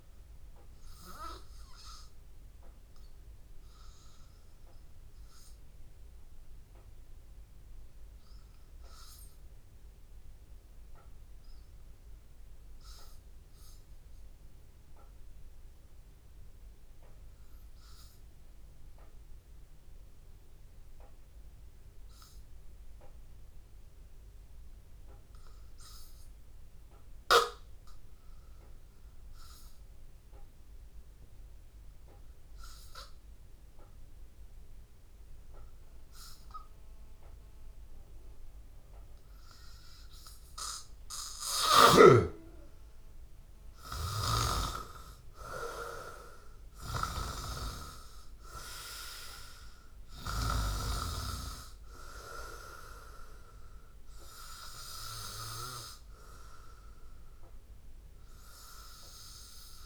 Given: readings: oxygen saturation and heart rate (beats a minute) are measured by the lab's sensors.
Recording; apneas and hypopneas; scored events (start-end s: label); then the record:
breathing in sleep by a room microphone; 1
0.00-17.50 s: oxygen desaturation (device-marked, oxygen 93% lowest, heart rate 78 extreme)
5.00-39.00 s: obstructive apnea (oxygen 97% before, 85% lowest, heart rate 85 before, 78 extreme, up 9 after)
31.50-59.86 s: oxygen desaturation (device-marked, oxygen 98% before, 85% lowest, heart rate 81 before, 82 extreme)
42.50-47.50 s: arousal
46.50-48.50 s: long interval between heartbeats (device-marked, heart rate 82 before, 87 extreme)
57.50-59.50 s: long interval between heartbeats (device-marked, heart rate 86 before, 88 extreme)
From the record:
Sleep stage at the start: N2 (light sleep); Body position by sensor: on the back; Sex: male